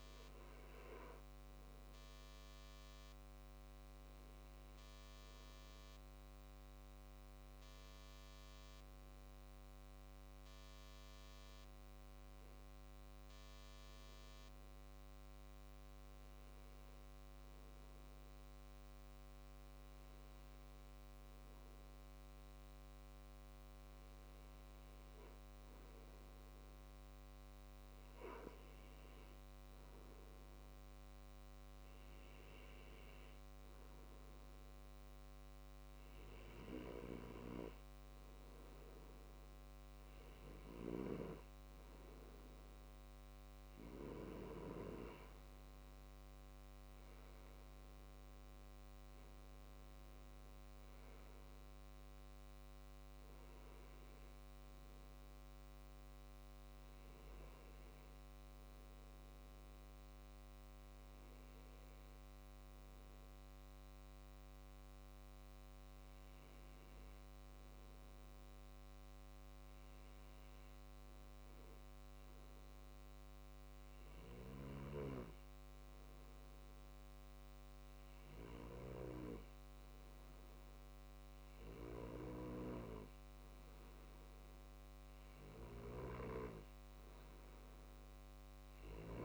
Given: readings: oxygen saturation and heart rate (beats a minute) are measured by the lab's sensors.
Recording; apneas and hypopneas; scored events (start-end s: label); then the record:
breathing in sleep by a microphone on the trachea; 2
2.50-38.50 s: hypopnea (oxygen 97% before, 94% lowest, heart rate 72 before, 63 extreme, up 2 after)
46.00-50.00 s: arousal
59.00-83.50 s: hypopnea (oxygen 96% before, 94% lowest, heart rate 70 before, 66 extreme, up 3 after)
From the record:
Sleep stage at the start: N2 (light sleep); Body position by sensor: on the left side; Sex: male